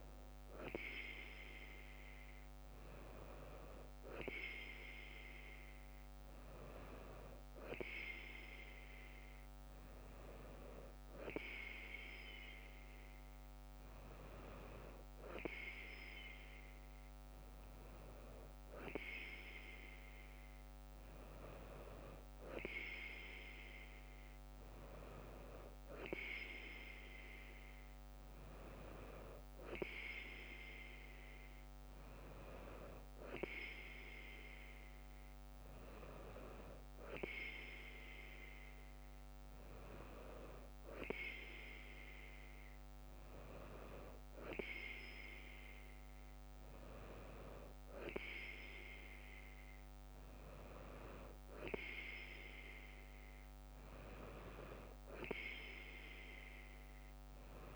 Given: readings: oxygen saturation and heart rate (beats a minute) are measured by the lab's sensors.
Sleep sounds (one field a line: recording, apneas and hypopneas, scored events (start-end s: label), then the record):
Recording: breathing in sleep by a microphone on the trachea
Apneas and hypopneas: none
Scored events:
none scored
From the record:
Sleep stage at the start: N3 (deep sleep)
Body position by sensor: on the right side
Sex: female